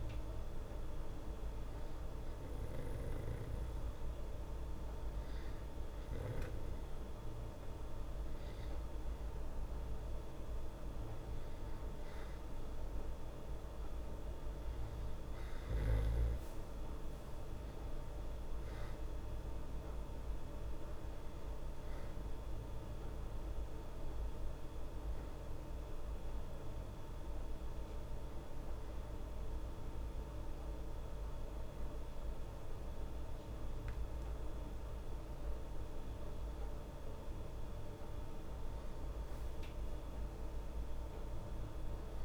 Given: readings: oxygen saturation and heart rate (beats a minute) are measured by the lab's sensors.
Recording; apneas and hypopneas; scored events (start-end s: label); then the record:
breathing in sleep, hard to hear, by a room microphone; none
none scored
From the record:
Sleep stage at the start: N2 (light sleep); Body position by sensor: on the back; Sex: female